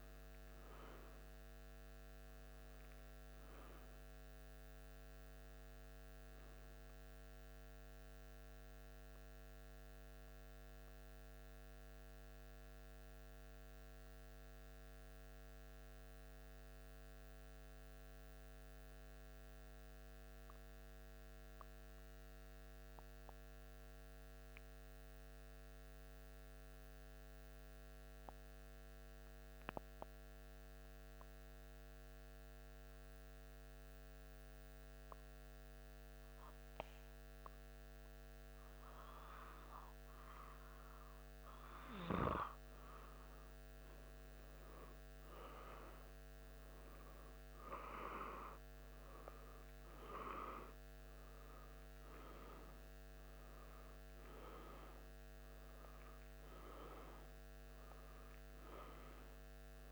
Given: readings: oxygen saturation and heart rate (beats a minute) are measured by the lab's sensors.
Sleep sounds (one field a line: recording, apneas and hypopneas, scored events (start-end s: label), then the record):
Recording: breathing in sleep by a microphone on the trachea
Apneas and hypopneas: 1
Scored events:
6.00-41.00 s: mixed apnea (oxygen 92% before, 92% lowest, heart rate 76 before, 73 extreme, up 0 after)
43.00-47.50 s: arousal
From the record:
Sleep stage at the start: N2 (light sleep)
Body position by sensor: on the back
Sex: male